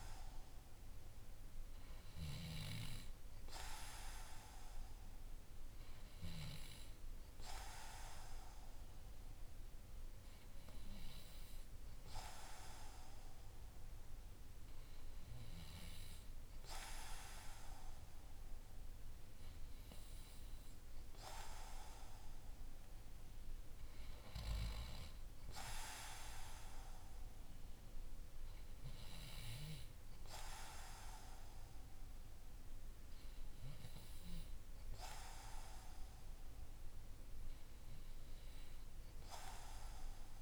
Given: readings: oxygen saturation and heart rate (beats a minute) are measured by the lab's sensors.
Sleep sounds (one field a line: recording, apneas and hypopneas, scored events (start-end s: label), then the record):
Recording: breathing in sleep by a room microphone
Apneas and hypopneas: none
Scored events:
none scored
From the record:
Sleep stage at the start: N2 (light sleep)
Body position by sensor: on the back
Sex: male